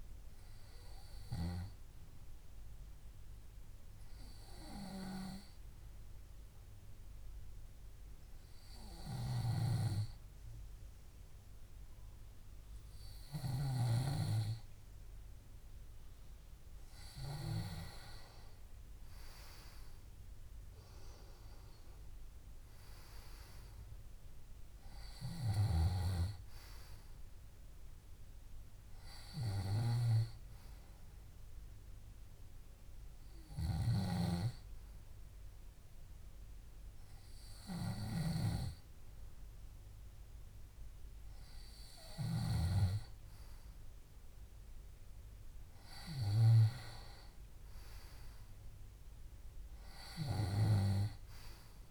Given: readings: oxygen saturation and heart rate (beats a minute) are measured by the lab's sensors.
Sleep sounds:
breathing in sleep by a room microphone; 2
1.00-19.00 s: oxygen desaturation (device-marked, oxygen 96% before, 93% lowest, heart rate 68 before, 64 extreme)
3.00-15.50 s: hypopnea (oxygen 96% before, 93% lowest, heart rate 68 before, 64 extreme, up 4 after)
19.00-22.50 s: arousal
32.00-42.50 s: hypopnea (oxygen 97% before, 94% lowest, heart rate 67 before, 66 extreme, up 5 after)
45.00-48.50 s: arousal
From the record:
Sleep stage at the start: N2 (light sleep); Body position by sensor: on the left side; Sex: male

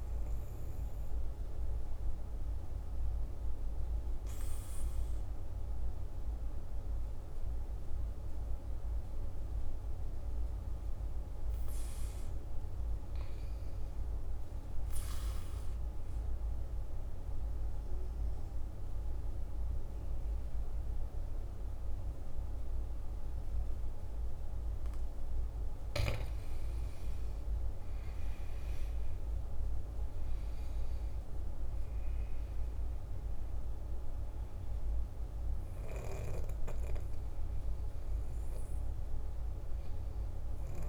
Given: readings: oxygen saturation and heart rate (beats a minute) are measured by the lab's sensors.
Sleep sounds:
breathing in sleep, hard to hear, by a room microphone; 1
0.50-24.50 s: obstructive apnea (oxygen 98% before, 88% lowest, heart rate 54 before, 49 extreme, up 11 after)
22.00-40.89 s: oxygen desaturation (device-marked, oxygen 97% before, 88% lowest, heart rate 50 before, 49 extreme)
27.50-32.50 s: arousal
From the record:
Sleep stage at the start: N2 (light sleep); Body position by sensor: on the back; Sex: male

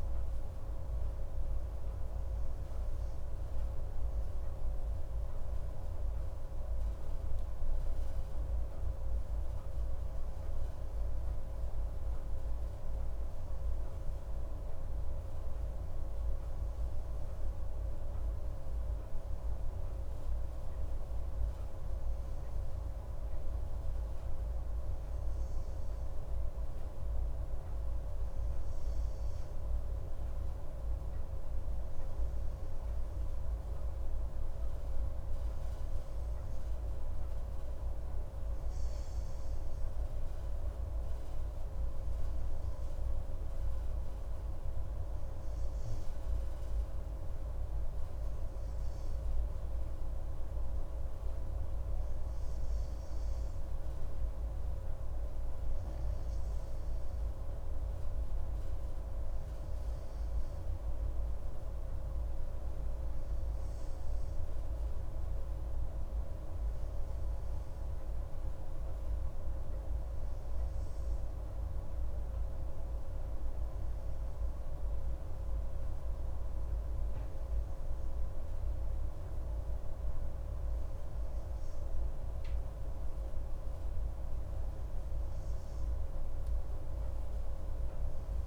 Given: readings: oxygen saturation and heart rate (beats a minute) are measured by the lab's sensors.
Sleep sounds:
breathing in sleep, hard to hear, by a room microphone; none
none scored
From the record:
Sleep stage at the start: N2 (light sleep); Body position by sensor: on the right side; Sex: male

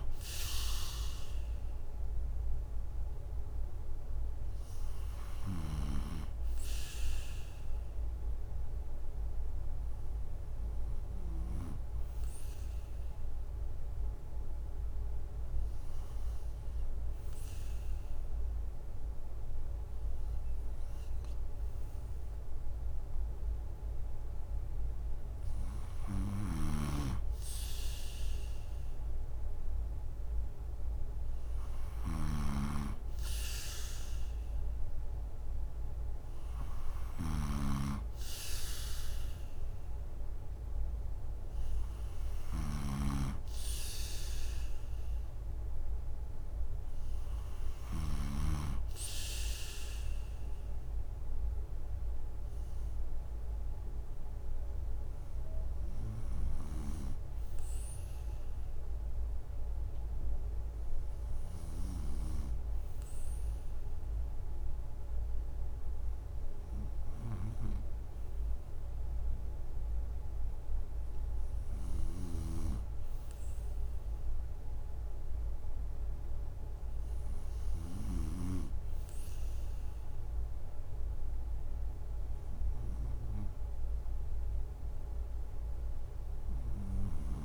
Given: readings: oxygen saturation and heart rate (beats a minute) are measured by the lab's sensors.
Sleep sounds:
breathing in sleep by a room microphone; 2
0.00-14.50 s: oxygen desaturation (device-marked, oxygen 86% lowest, heart rate 67 extreme)
14.50-26.00 s: hypopnea (oxygen 96% before, 93% lowest, heart rate 72 before, 67 extreme, up 0 after)
26.00-48.00 s: snoring (device-marked)
28.50-31.50 s: arousal
56.00-62.00 s: snoring (device-marked)
56.00-72.00 s: hypopnea (oxygen 96% before, 90% lowest, heart rate 69 before, 64 extreme, up 2 after)
72.00-78.00 s: snoring (device-marked)
74.00-76.50 s: arousal
From the record:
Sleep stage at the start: N2 (light sleep); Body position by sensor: on the right side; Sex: male

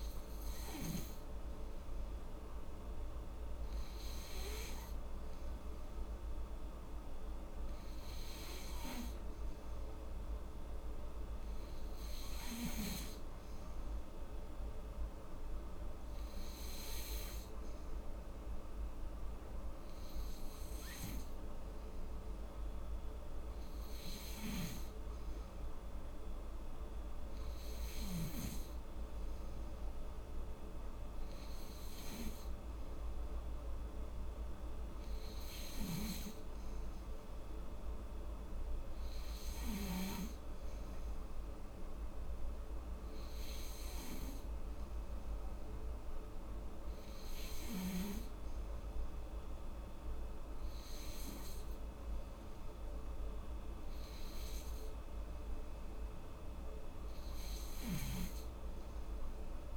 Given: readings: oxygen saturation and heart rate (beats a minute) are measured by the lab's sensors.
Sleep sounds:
breathing in sleep by a room microphone; none
none scored
From the record:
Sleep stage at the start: N3 (deep sleep); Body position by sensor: on the back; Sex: female

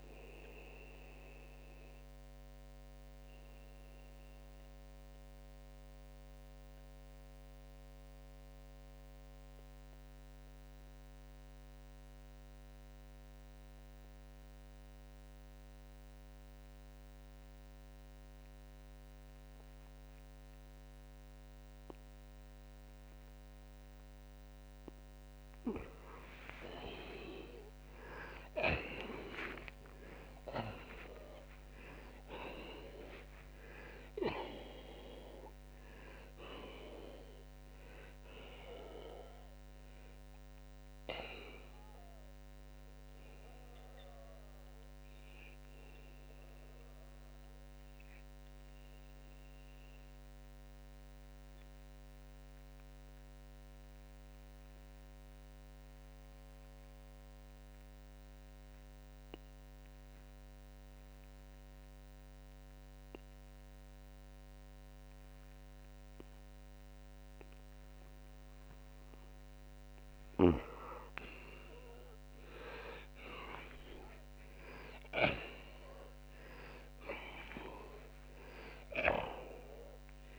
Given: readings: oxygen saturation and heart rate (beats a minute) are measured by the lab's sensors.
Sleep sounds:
breathing in sleep by a microphone on the trachea; 2
4.50-26.00 s: mixed apnea (oxygen 95% before, 85% lowest, heart rate 91 before, 66 extreme)
7.00-27.00 s: oxygen desaturation (device-marked, oxygen 93% before, 86% lowest, heart rate 87 before, 67 extreme)
27.50-33.00 s: arousal
34.00-46.00 s: oxygen desaturation (device-marked, oxygen 94% before, 91% lowest, heart rate 92 before, 59 extreme)
44.50-68.00 s: obstructive apnea (oxygen 94% before, 84% lowest, heart rate 109 before, 59 extreme, up 46 after)
56.00-73.00 s: oxygen desaturation (device-marked, oxygen 92% before, 85% lowest, heart rate 86 before, 57 extreme)
72.00-79.50 s: arousal
From the record:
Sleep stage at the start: N2 (light sleep); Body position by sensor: on the back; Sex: male

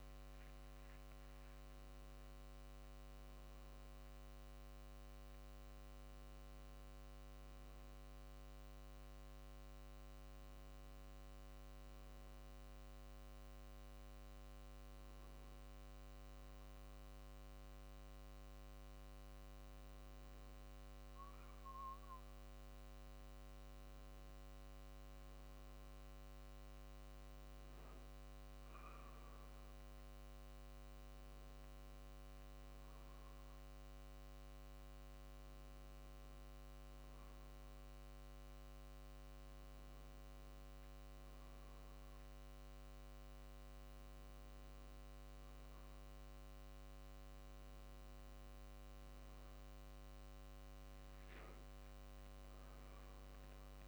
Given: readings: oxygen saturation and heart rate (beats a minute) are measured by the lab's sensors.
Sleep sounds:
breathing in sleep, hard to hear, by a microphone on the trachea; none
51.50-53.88 s: arousal
From the record:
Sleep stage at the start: N1 (lightest sleep); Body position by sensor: on the right side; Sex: male

